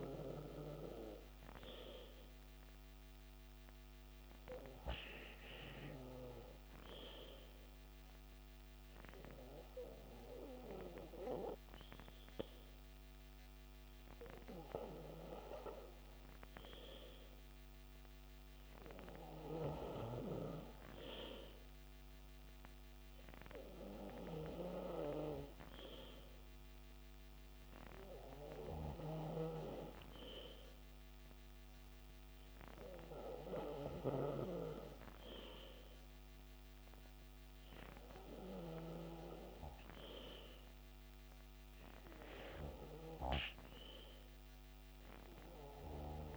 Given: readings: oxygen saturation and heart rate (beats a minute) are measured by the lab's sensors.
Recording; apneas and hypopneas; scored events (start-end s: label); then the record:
breathing in sleep by a microphone on the trachea; none
none scored
From the record:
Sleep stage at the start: N2 (light sleep); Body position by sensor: on the back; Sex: male